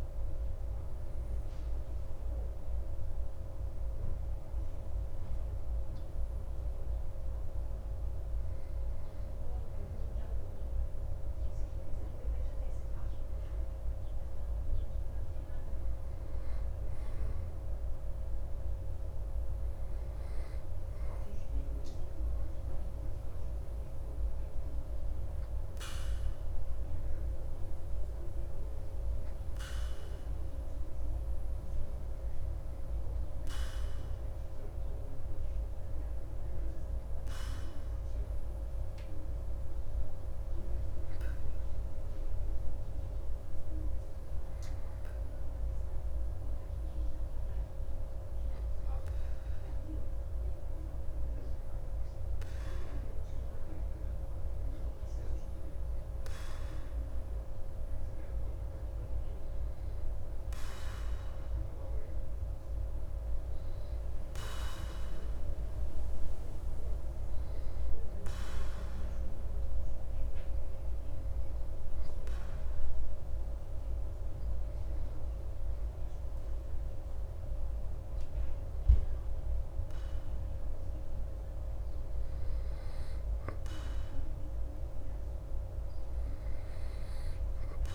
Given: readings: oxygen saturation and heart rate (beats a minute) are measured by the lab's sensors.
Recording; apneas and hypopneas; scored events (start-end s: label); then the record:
breathing in sleep, hard to hear, by a room microphone; 1
0.00-1.00 s: arousal
70.00-82.00 s: hypopnea (oxygen 96% before, 95% lowest)
From the record:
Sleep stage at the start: N2 (light sleep); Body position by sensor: on the back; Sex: male